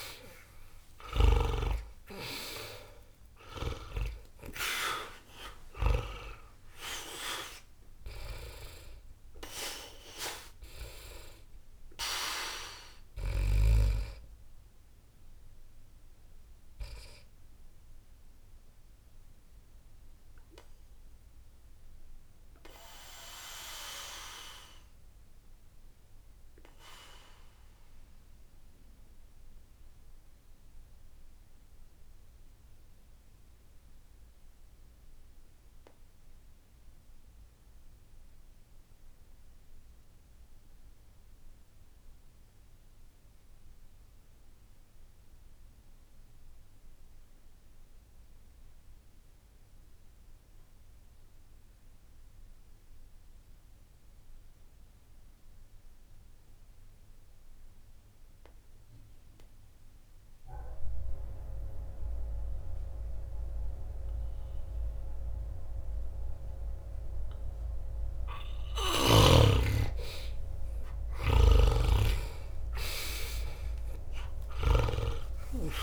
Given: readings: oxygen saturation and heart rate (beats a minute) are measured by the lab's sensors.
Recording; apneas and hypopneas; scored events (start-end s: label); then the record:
breathing in sleep by a room microphone; 1
0.00-1.50 s: snoring (device-marked)
0.00-2.50 s: arousal
0.00-42.50 s: oxygen desaturation (device-marked, oxygen 74% lowest, heart rate 60 extreme)
20.00-69.50 s: obstructive apnea (oxygen 97% before, 74% lowest, heart rate 63 before, 60 extreme, up 30 after)
61.50-75.83 s: oxygen desaturation (device-marked, oxygen 99% before, 75% lowest, heart rate 60 before, 59 extreme)
71.50-75.00 s: snoring (device-marked)
73.00-75.83 s: arousal
From the record:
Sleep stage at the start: N2 (light sleep); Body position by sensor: on the back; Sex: male